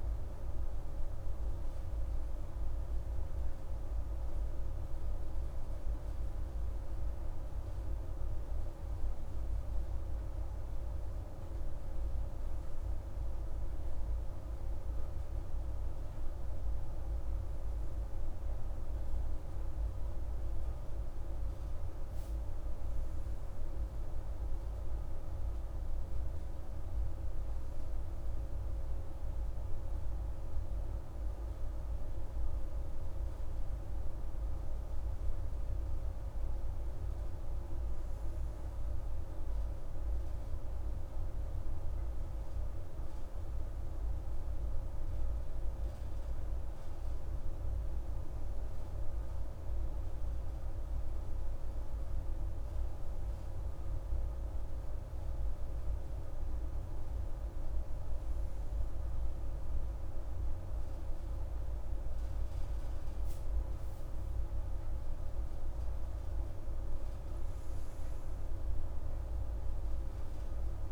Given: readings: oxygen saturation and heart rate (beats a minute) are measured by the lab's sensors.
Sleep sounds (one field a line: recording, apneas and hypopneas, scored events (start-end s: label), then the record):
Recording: breathing in sleep, hard to hear, by a room microphone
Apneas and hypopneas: none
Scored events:
none scored
From the record:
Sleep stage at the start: N2 (light sleep)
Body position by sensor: on the right side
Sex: female